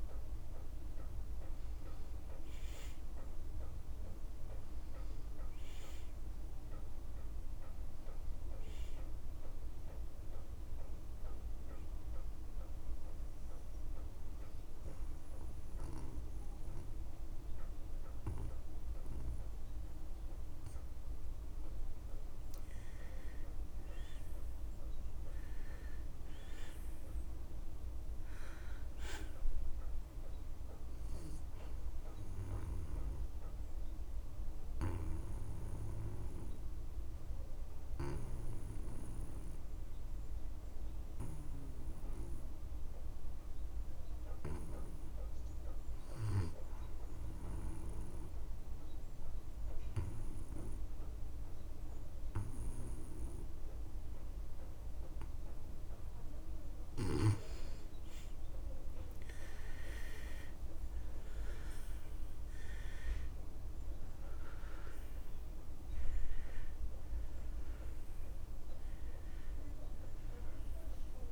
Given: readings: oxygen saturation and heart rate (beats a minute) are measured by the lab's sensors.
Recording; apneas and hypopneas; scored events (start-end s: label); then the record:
breathing in sleep by a room microphone; 2
0.00-16.50 s: oxygen desaturation (device-marked, oxygen 80% lowest)
11.50-23.50 s: obstructive apnea (oxygen 91% before, 81% lowest)
25.50-28.50 s: arousal
33.00-56.50 s: hypopnea (oxygen 97% before, 85% lowest)
36.50-48.50 s: oxygen desaturation (device-marked, oxygen 97% before, 91% lowest)
58.50-71.32 s: oxygen desaturation (device-marked, oxygen 96% before, 85% lowest)
59.00-63.50 s: arousal
From the record:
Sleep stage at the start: N2 (light sleep); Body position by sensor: on the back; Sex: male